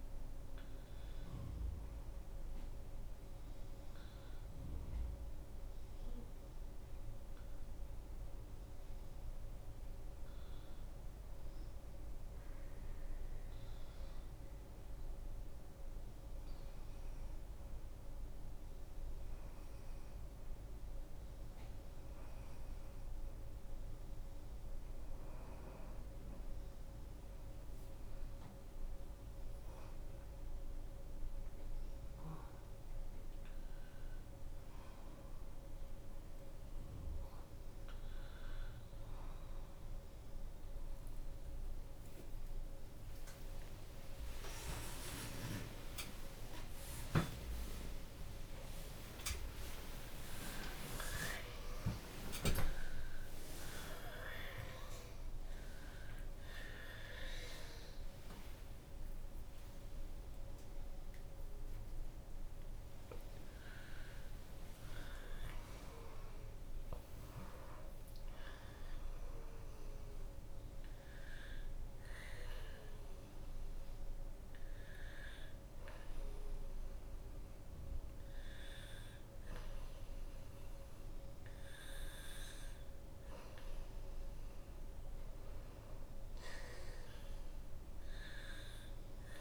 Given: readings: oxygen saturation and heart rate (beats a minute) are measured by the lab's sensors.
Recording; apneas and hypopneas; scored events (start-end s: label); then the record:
a person partly awake in a sleep study, by a room microphone; 1
0.00-1.00 s: long interval between heartbeats (device-marked)
0.00-3.00 s: bradycardia (device-marked)
5.50-7.50 s: long interval between heartbeats (device-marked)
6.00-10.00 s: drop in pulse transit time (device-marked)
13.00-46.00 s: bradycardia (device-marked)
19.50-21.50 s: long interval between heartbeats (device-marked)
21.00-51.00 s: new sleep stage, awake
27.00-29.00 s: long interval between heartbeats (device-marked)
31.00-33.00 s: long interval between heartbeats (device-marked)
43.00-45.00 s: long interval between heartbeats (device-marked)
43.00-56.00 s: drop in pulse transit time (device-marked)
46.00-48.00 s: long interval between heartbeats (device-marked)
47.50-48.50 s: leg movement (device-marked)
50.50-52.50 s: long interval between heartbeats (device-marked)
51.00-89.41 s: new sleep stage, N1 (lightest sleep)
51.50-57.50 s: leg movement (device-marked)
53.50-55.50 s: long interval between heartbeats (device-marked, heart rate 36 before, 80 extreme)
54.00-60.00 s: bradycardia (device-marked, heart rate 62 before, 58 extreme)
57.50-59.50 s: long interval between heartbeats (device-marked, heart rate 47 before, 58 extreme)
72.00-82.50 s: hypopnea (oxygen 93% before, 85% lowest, heart rate 72 before, 78 extreme, up 5 after)
84.00-88.00 s: arousal
86.00-89.41 s: oxygen desaturation (device-marked, oxygen 93% before, 89% lowest, heart rate 84 before, 72 extreme)
From the record:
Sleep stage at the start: N1 (lightest sleep); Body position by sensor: on the back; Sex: female